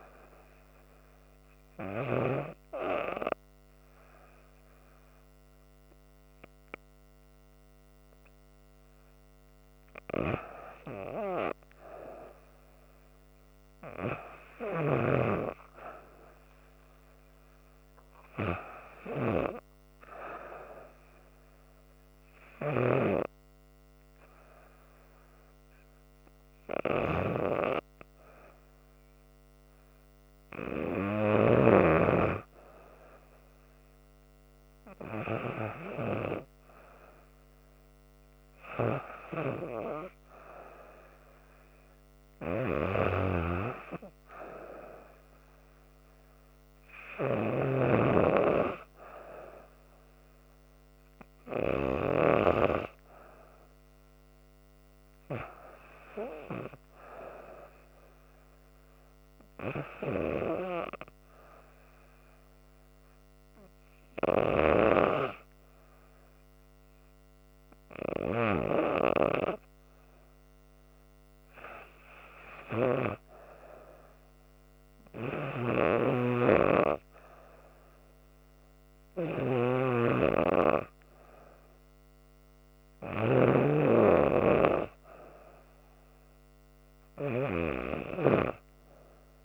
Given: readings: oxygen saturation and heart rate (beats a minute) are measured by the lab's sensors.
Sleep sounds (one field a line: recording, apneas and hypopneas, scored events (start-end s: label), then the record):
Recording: breathing in sleep by a microphone on the trachea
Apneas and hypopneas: none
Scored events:
76.00-83.50 s: snoring (device-marked)
From the record:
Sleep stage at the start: REM sleep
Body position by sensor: on the back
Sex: female